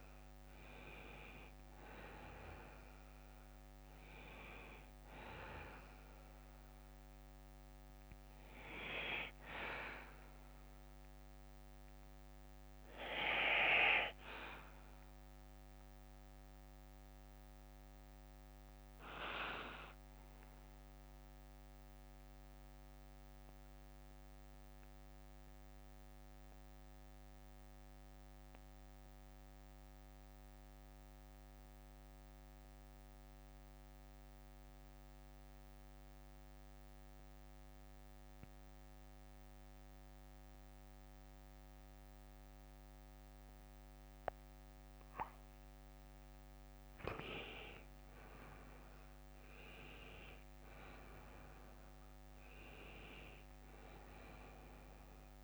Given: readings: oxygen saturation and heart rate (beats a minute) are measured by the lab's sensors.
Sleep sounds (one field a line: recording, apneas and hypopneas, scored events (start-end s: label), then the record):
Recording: breathing in sleep by a microphone on the trachea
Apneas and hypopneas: 1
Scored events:
8.00-11.00 s: bradycardia (device-marked, heart rate 60 before, 59 extreme)
13.00-32.00 s: bradycardia (device-marked, heart rate 60 before, 55 extreme)
22.00-32.00 s: oxygen desaturation (device-marked, oxygen 96% before, 91% lowest, heart rate 61 before, 58 extreme)
22.50-46.50 s: central apnea (oxygen 96% before, 91% lowest, heart rate 61 before, 58 extreme, up 12 after)
48.50-53.00 s: arousal
From the record:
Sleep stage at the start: N2 (light sleep)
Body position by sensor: on the back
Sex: male